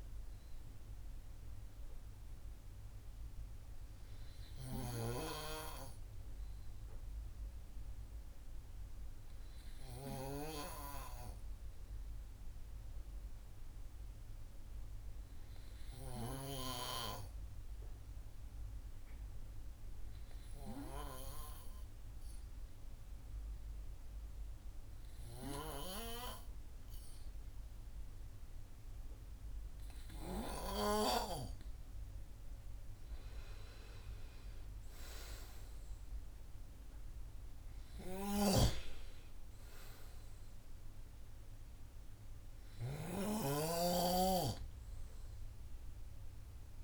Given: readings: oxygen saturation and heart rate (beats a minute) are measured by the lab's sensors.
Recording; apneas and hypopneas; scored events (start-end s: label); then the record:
breathing in sleep by a room microphone; 1
0.00-5.50 s: snoring (device-marked)
18.00-31.50 s: hypopnea (oxygen 98% before, 94% lowest, heart rate 46 before, 49 extreme, up 51 after)
33.50-36.50 s: arousal
38.50-43.50 s: snoring (device-marked)
From the record:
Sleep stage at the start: N2 (light sleep); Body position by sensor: on the right side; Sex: male